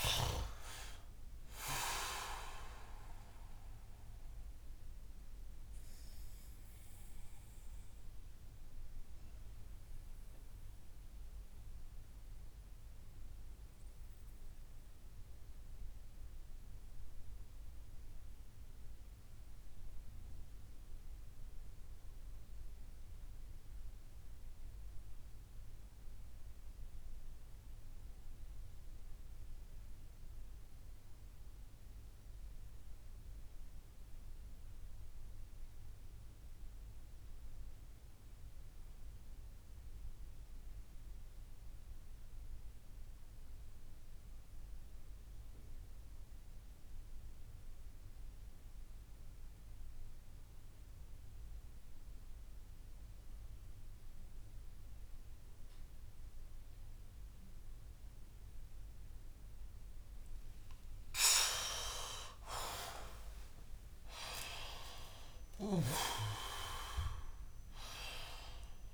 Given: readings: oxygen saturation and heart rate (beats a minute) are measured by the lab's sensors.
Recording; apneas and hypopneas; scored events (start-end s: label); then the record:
breathing in sleep by a room microphone; 1
0.00-26.00 s: oxygen desaturation (device-marked, oxygen 89% lowest)
4.50-60.00 s: obstructive apnea (oxygen 98% before, 88% lowest)
48.00-68.94 s: oxygen desaturation (device-marked, oxygen 98% before, 88% lowest)
60.50-64.50 s: arousal
From the record:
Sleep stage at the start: N2 (light sleep); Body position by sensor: on the back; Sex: male